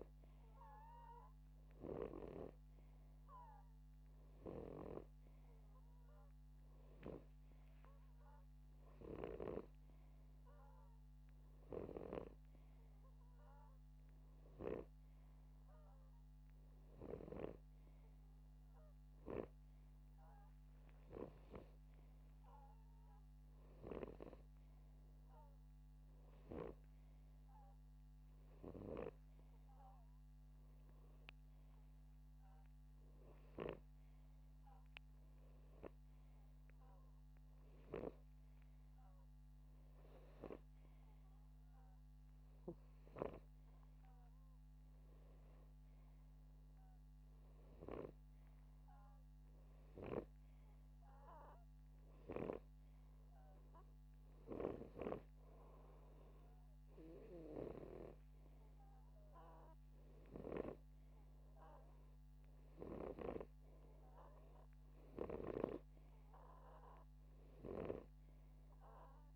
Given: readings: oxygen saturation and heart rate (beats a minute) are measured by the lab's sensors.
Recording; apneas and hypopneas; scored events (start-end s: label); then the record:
breathing in sleep by a microphone on the trachea; none
none scored
From the record:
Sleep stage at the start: N2 (light sleep); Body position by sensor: upright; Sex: male